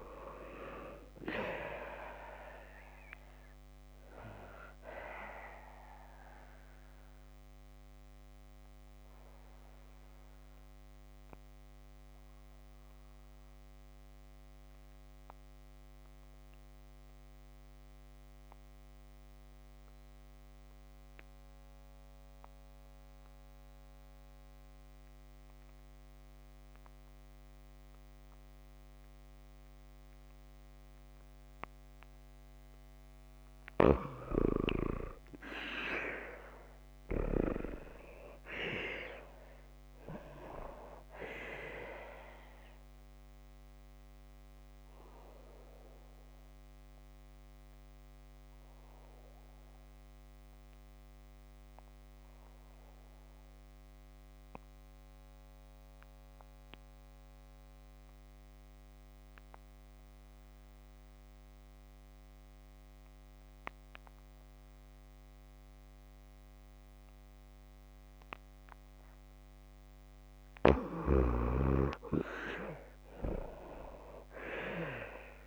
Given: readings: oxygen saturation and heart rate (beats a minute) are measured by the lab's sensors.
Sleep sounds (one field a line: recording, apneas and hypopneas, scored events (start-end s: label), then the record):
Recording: breathing in sleep by a microphone on the trachea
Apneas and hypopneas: 2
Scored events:
0.00-7.50 s: oxygen desaturation (device-marked, oxygen 90% lowest, heart rate 53 extreme)
4.50-32.50 s: obstructive apnea (oxygen 94% before, 88% lowest, heart rate 57 before, 53 extreme)
33.50-48.50 s: oxygen desaturation (device-marked, oxygen 96% before, 89% lowest, heart rate 56 before, 53 extreme)
34.00-38.00 s: arousal
43.00-69.50 s: obstructive apnea (oxygen 96% before, 86% lowest, heart rate 75 before, 53 extreme, up 26 after)
71.50-75.47 s: arousal
73.50-75.47 s: oxygen desaturation (device-marked, oxygen 96% before, 88% lowest, heart rate 58 before, 53 extreme)
From the record:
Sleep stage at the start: N2 (light sleep)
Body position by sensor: on the back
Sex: female